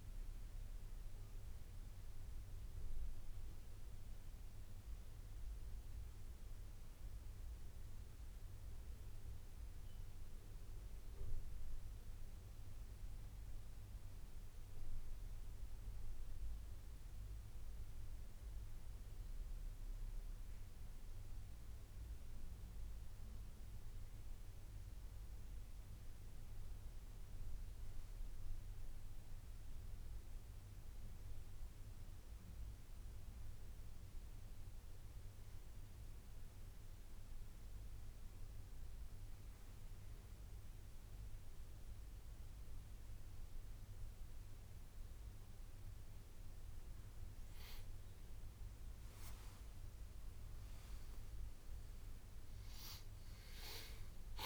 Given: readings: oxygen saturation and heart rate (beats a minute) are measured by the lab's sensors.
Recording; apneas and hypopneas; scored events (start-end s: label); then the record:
a person awake in a sleep study, hard to hear, by a room microphone; none
none scored
From the record:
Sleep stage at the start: awake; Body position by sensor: on the back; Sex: male